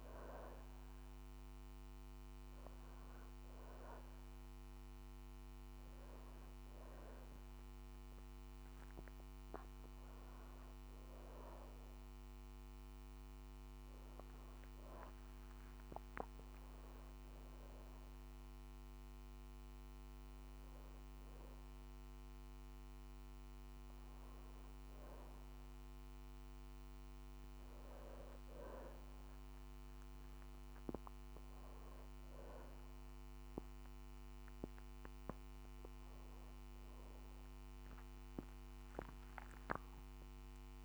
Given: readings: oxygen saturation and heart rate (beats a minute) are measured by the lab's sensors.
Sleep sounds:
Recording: a person awake in a sleep study, by a microphone on the trachea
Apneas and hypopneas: none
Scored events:
17.00-40.84 s: new sleep stage, awake
From the record:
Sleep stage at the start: N1 (lightest sleep)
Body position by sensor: on the back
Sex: female

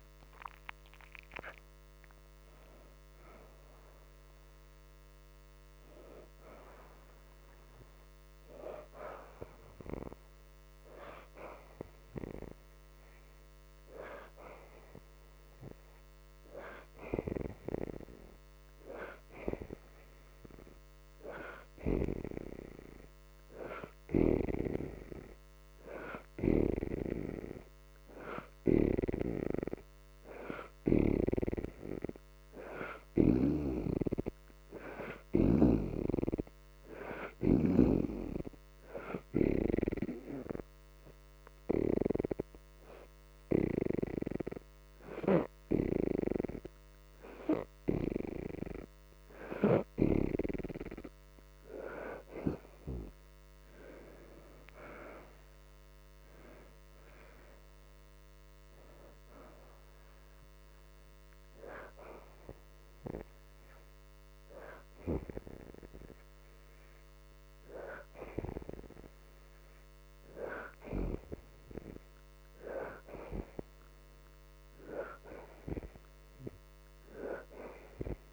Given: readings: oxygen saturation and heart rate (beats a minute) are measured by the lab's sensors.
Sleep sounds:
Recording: breathing in sleep by a microphone on the trachea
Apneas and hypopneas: 1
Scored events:
5.50-19.50 s: oxygen desaturation (device-marked, oxygen 75% before, 57% lowest, heart rate 75 before, 75 extreme)
29.50-56.50 s: oxygen desaturation (device-marked, oxygen 82% before, 69% lowest, heart rate 77 before, 73 extreme)
39.00-50.00 s: hypopnea (oxygen 82% before, 61% lowest, heart rate 78 before, 73 extreme, up 1 after)
53.00-57.50 s: arousal
58.50-78.33 s: oxygen desaturation (device-marked, oxygen 72% before, 61% lowest, heart rate 82 before, 73 extreme)
From the record:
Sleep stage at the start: N2 (light sleep)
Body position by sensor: upright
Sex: female

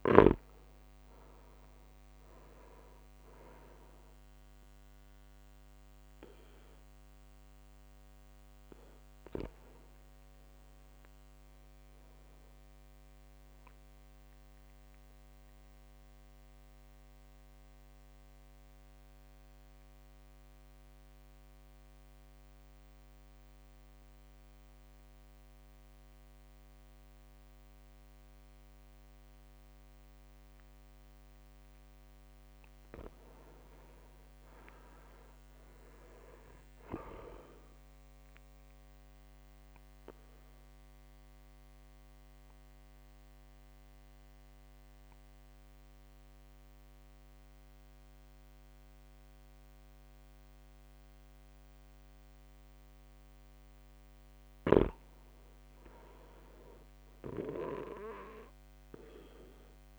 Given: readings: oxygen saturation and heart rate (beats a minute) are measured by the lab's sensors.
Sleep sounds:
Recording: breathing in sleep by a microphone on the trachea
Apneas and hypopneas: 2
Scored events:
0.00-1.00 s: arousal
7.50-23.50 s: oxygen desaturation (device-marked, oxygen 97% before, 94% lowest, heart rate 61 before, 54 extreme)
12.50-24.50 s: drop in pulse transit time (device-marked, heart rate 61 before, 56 extreme)
14.50-30.50 s: mixed apnea (oxygen 99% before, 94% lowest, heart rate 61 before, 54 extreme, up 7 after)
33.50-36.00 s: arousal
37.50-39.50 s: long interval between heartbeats (device-marked, heart rate 57 before, 59 extreme)
39.00-52.50 s: obstructive apnea (oxygen 99% before, 91% lowest, heart rate 57 before, 54 extreme, up 5 after)
44.50-59.99 s: oxygen desaturation (device-marked, oxygen 99% before, 94% lowest, heart rate 57 before, 55 extreme)
54.50-57.00 s: arousal
From the record:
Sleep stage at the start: N2 (light sleep)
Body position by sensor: on the back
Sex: male

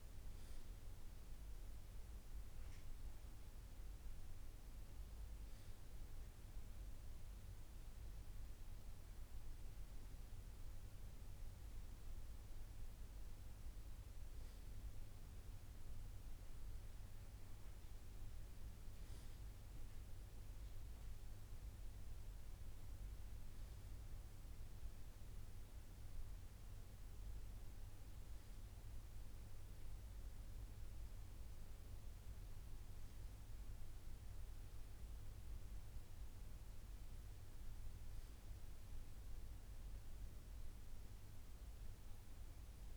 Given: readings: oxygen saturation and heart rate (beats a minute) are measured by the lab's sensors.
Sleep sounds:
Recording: breathing in sleep, hard to hear, by a room microphone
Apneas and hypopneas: none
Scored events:
none scored
From the record:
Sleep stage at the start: N3 (deep sleep)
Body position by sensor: on the right side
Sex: male

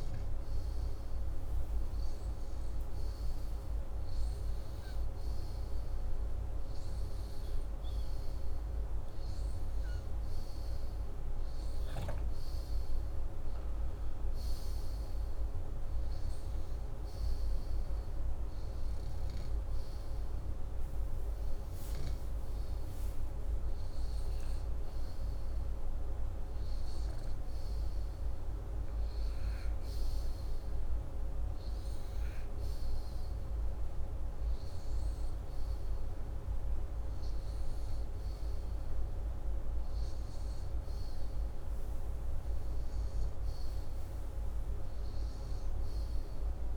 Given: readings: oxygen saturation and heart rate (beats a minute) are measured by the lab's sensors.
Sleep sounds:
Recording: breathing in sleep, hard to hear, by a room microphone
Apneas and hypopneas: none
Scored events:
none scored
From the record:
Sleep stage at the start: N2 (light sleep)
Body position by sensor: upright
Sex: male

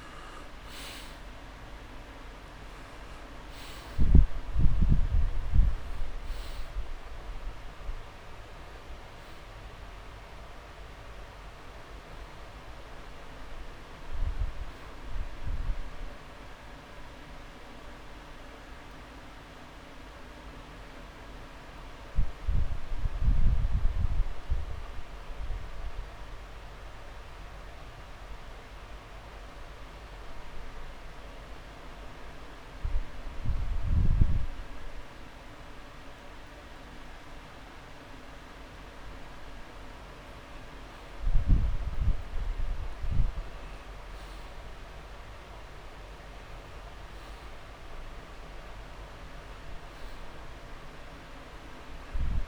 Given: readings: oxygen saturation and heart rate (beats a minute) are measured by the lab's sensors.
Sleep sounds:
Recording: breathing in sleep, hard to hear, by a room microphone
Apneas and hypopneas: 1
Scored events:
0.00-30.00 s: oxygen desaturation (device-marked, oxygen 97% before, 87% lowest)
27.50-38.00 s: obstructive apnea (oxygen 96% before, 89% lowest)
42.00-46.00 s: arousal
51.00-52.48 s: oxygen desaturation (device-marked, oxygen 98% before, 92% lowest)
From the record:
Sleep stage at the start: N2 (light sleep)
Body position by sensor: on the back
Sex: male

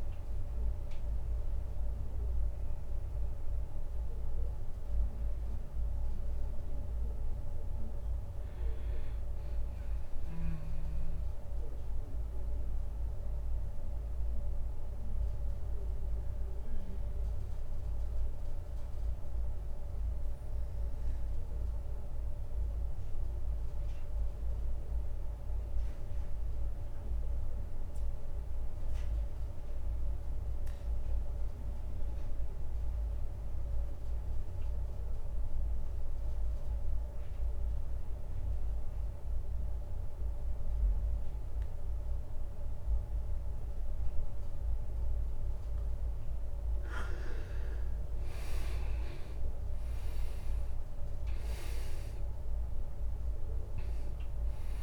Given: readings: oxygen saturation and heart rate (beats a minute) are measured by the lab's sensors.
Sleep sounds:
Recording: breathing in sleep, hard to hear, by a room microphone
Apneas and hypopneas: 1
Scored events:
0.00-17.50 s: oxygen desaturation (device-marked, oxygen 91% lowest, heart rate 27 extreme)
9.50-46.00 s: obstructive apnea (oxygen 98% before, 87% lowest, heart rate 42 before, 27 extreme, up 30 after)
42.50-54.83 s: oxygen desaturation (device-marked, oxygen 98% before, 87% lowest)
49.50-52.50 s: arousal
From the record:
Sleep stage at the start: N2 (light sleep)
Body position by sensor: on the back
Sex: male

